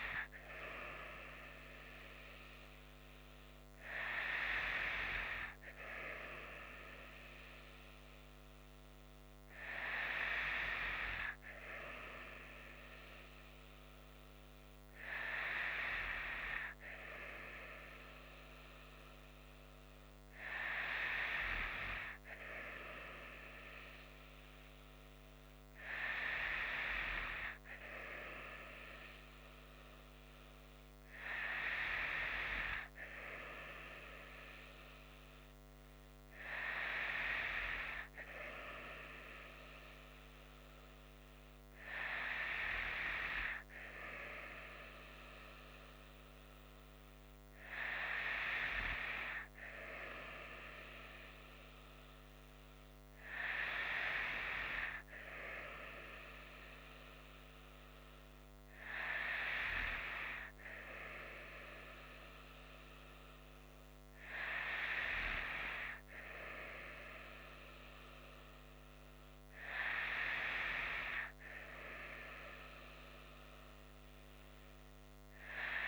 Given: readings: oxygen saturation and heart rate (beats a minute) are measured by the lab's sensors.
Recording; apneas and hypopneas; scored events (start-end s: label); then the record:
breathing in sleep by a microphone on the trachea; none
none scored
From the record:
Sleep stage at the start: N2 (light sleep); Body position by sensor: on the right side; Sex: female